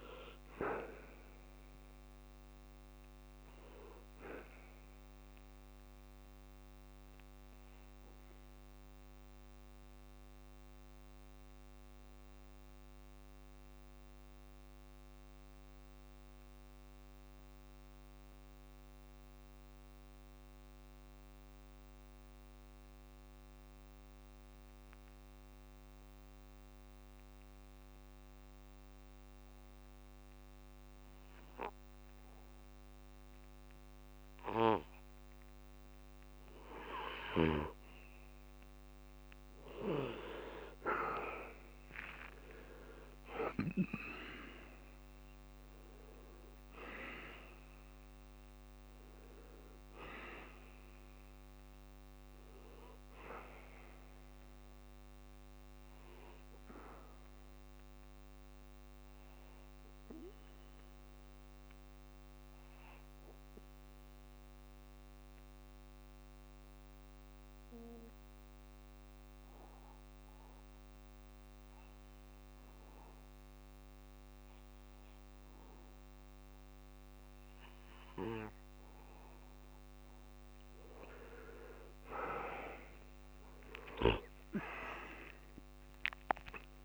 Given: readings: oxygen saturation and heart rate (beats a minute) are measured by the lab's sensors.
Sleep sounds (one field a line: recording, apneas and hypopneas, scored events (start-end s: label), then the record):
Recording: breathing in sleep by a microphone on the trachea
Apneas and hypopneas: 2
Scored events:
0.00-25.50 s: oxygen desaturation (device-marked, oxygen 80% lowest, heart rate 65 extreme)
9.50-35.50 s: mixed apnea (oxygen 96% before, 80% lowest, heart rate 103 before, 65 extreme, up 23 after)
38.50-67.50 s: oxygen desaturation (device-marked, oxygen 99% before, 83% lowest, heart rate 67 before, 65 extreme)
41.50-47.00 s: arousal
57.00-79.50 s: obstructive apnea (oxygen 99% before, 83% lowest, heart rate 75 before, 65 extreme, up 52 after)
81.50-85.00 s: arousal
84.50-86.85 s: oxygen desaturation (device-marked, oxygen 98% before, 88% lowest)
From the record:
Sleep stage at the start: N2 (light sleep)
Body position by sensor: on the back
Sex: male